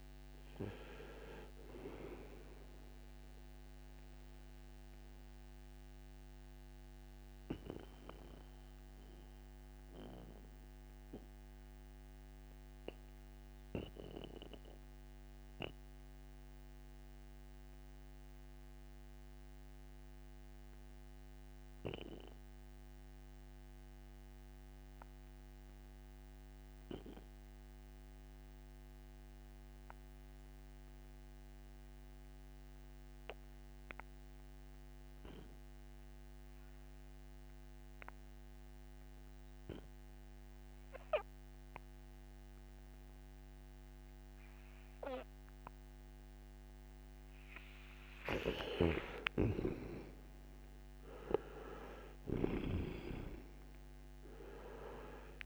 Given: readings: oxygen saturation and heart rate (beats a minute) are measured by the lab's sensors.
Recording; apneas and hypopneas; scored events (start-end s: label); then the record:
breathing in sleep by a microphone on the trachea; 1
0.00-21.50 s: oxygen desaturation (device-marked, oxygen 84% lowest, heart rate 58 extreme)
4.00-47.00 s: mixed apnea (oxygen 98% before, 78% lowest, heart rate 67 before, 58 extreme, up 37 after)
38.50-55.46 s: oxygen desaturation (device-marked, oxygen 98% before, 78% lowest, heart rate 59 before, 57 extreme)
48.00-53.00 s: arousal
48.00-55.46 s: snoring (device-marked)
From the record:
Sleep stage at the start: N2 (light sleep); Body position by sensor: on the right side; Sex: male